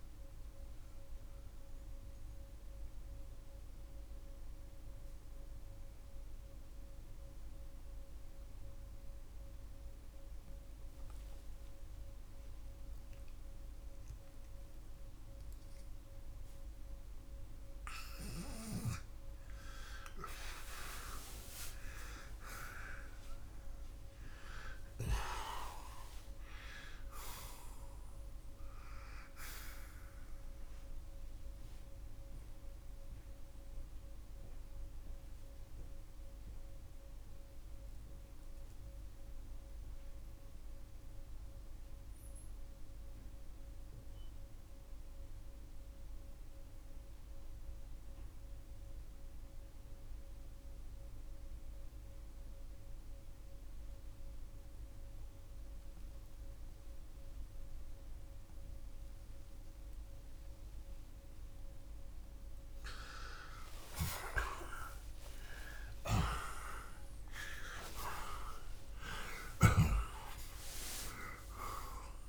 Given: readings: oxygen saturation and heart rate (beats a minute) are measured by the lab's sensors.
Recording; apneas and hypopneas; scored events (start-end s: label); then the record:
breathing in sleep by a room microphone; 2
1.50-23.50 s: oxygen desaturation (device-marked, oxygen 92% before, 82% lowest, heart rate 113 before, 59 extreme)
2.00-18.50 s: mixed apnea (oxygen 94% before, 82% lowest, heart rate 113 before, 66 extreme, up 59 after)
22.50-27.50 s: arousal
33.00-61.50 s: mixed apnea (oxygen 96% before, 84% lowest, heart rate 102 before, 59 extreme)
40.50-65.50 s: oxygen desaturation (device-marked, oxygen 95% before, 86% lowest, heart rate 100 before, 60 extreme)
63.50-70.00 s: snoring (device-marked)
64.50-70.50 s: arousal
From the record:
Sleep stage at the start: N2 (light sleep); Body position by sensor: on the back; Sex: male